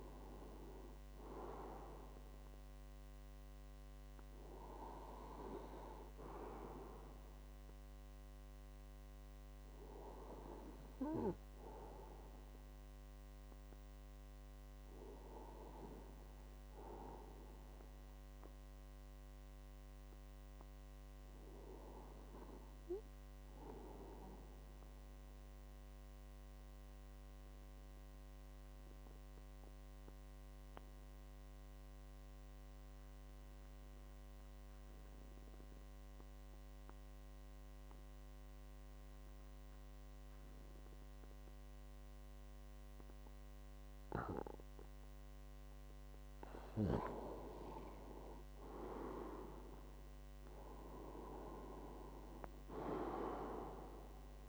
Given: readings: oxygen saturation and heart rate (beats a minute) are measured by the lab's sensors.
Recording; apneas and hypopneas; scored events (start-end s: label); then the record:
breathing in sleep by a microphone on the trachea; 1
24.00-46.00 s: obstructive apnea (oxygen 98% before, 92% lowest, heart rate 54 before, 51 extreme, up 13 after)
41.00-54.49 s: oxygen desaturation (device-marked, oxygen 97% before, 92% lowest, heart rate 55 before, 51 extreme)
46.00-50.00 s: arousal
From the record:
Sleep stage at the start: N2 (light sleep); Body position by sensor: on the right side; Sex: male